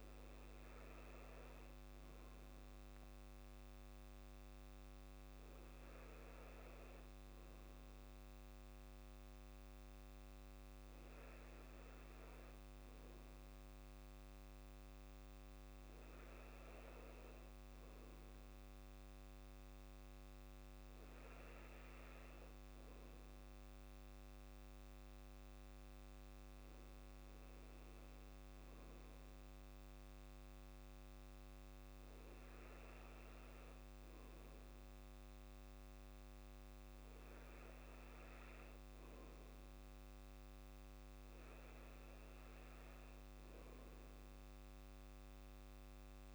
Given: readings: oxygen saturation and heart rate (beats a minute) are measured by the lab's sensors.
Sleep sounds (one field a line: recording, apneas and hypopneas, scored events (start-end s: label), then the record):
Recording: breathing in sleep, hard to hear, by a microphone on the trachea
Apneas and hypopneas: none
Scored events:
none scored
From the record:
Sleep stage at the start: N2 (light sleep)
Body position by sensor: on the back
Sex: male